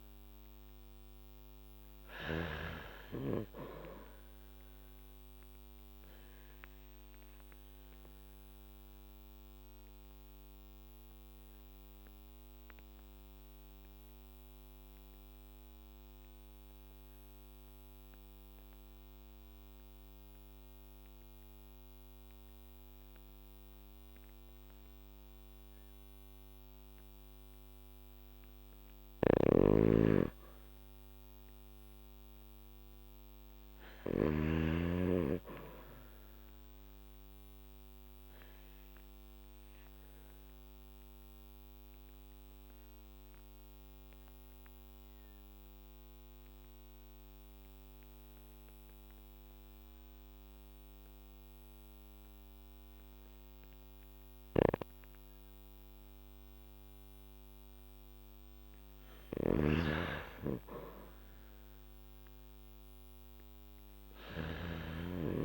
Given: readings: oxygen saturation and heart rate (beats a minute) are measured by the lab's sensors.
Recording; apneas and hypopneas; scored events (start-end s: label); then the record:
breathing in sleep by a microphone on the trachea; 2
0.00-1.00 s: arousal
0.00-2.50 s: snoring (device-marked)
6.00-27.00 s: obstructive apnea (oxygen 98% before, 90% lowest, heart rate 54 before, 47 extreme, up 7 after)
23.00-33.00 s: oxygen desaturation (device-marked, oxygen 97% before, 90% lowest, heart rate 52 before, 52 extreme)
29.00-34.50 s: snoring (device-marked)
31.00-34.00 s: arousal
38.00-57.50 s: obstructive apnea (oxygen 97% before, 90% lowest, heart rate 52 before, 49 extreme, up 4 after)
54.00-65.45 s: oxygen desaturation (device-marked, oxygen 96% before, 92% lowest, heart rate 55 before, 49 extreme)
54.50-64.50 s: snoring (device-marked)
59.50-63.50 s: arousal
From the record:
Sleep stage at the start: N2 (light sleep); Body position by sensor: on the back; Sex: male